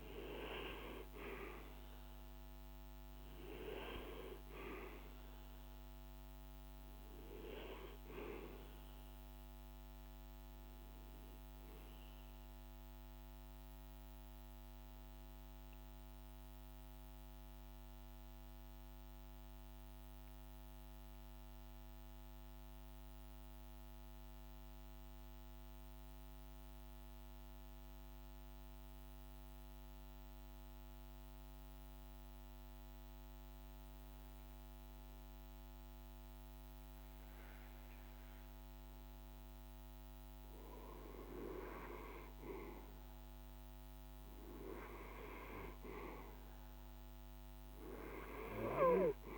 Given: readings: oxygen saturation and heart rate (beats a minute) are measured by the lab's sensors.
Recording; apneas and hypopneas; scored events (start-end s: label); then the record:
breathing in sleep by a microphone on the trachea; 1
0.00-16.50 s: oxygen desaturation (device-marked, oxygen 92% lowest, heart rate 51 extreme)
16.50-29.00 s: central apnea (oxygen 97% before, 91% lowest, heart rate 53 before, 51 extreme, up 1 after)
32.50-36.50 s: arousal
37.50-49.38 s: oxygen desaturation (device-marked, oxygen 98% before, 91% lowest, heart rate 51 before, 52 extreme)
From the record:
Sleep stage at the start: N2 (light sleep); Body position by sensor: on the right side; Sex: male